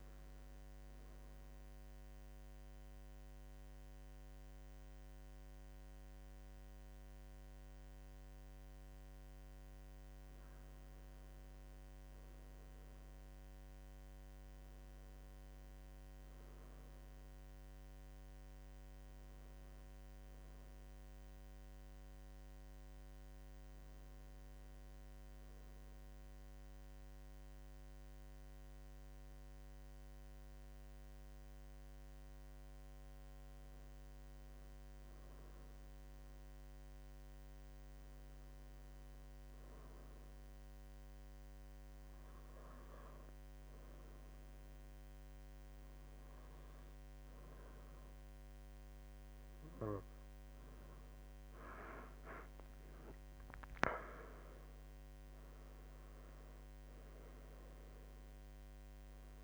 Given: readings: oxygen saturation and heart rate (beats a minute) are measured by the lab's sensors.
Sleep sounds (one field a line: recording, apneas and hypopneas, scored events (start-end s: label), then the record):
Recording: breathing in sleep, hard to hear, by a microphone on the trachea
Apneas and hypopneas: 1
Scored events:
40.00-51.00 s: obstructive apnea (oxygen 97% before, 93% lowest, heart rate 74 before, 69 extreme, up 11 after)
52.50-56.00 s: arousal
From the record:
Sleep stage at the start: N2 (light sleep)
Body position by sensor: on the right side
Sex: male